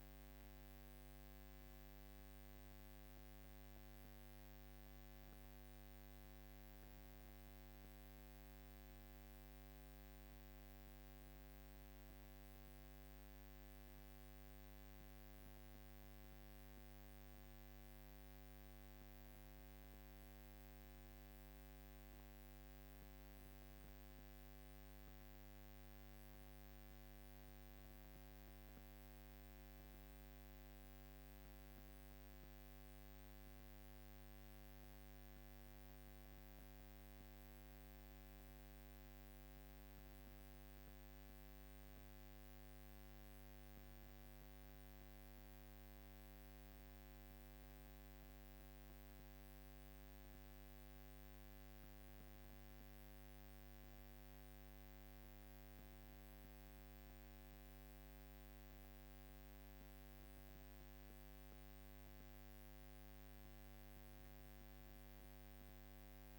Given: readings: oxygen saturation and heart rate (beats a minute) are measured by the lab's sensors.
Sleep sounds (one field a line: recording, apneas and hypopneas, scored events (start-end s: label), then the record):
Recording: breathing in sleep, hard to hear, by a microphone on the trachea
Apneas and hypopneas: none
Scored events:
none scored
From the record:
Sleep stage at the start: N2 (light sleep)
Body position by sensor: on the back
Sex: female